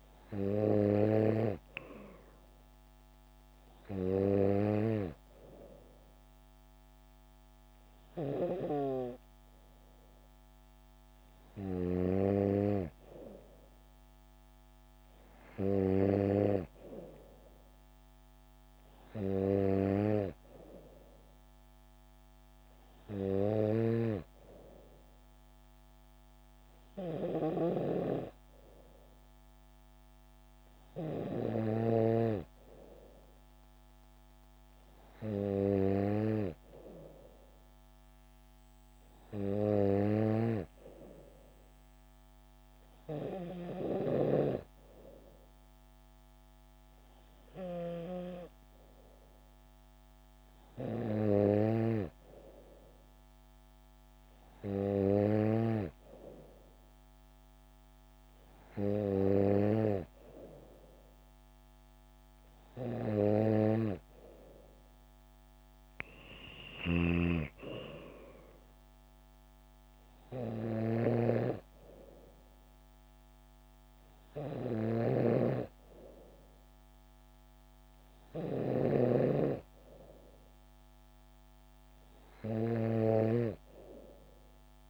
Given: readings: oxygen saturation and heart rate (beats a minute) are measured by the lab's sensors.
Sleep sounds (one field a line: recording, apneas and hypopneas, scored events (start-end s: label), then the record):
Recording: breathing in sleep by a microphone on the trachea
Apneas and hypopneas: none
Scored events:
19.00-21.00 s: bradycardia (device-marked, heart rate 69 before, 67 extreme)
67.00-84.90 s: snoring (device-marked)
From the record:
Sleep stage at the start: N3 (deep sleep)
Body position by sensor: on the back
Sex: female